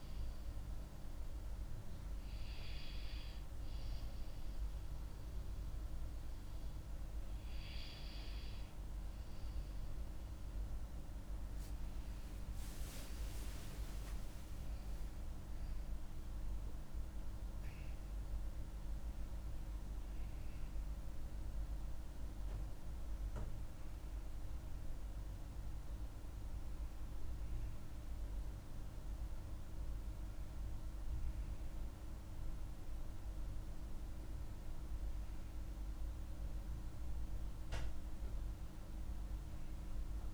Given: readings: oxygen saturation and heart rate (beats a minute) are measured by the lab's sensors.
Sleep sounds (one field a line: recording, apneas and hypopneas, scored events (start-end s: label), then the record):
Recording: breathing in sleep, hard to hear, by a room microphone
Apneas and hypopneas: none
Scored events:
14.00-18.50 s: arousal
From the record:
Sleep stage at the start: N2 (light sleep)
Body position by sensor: on the back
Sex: female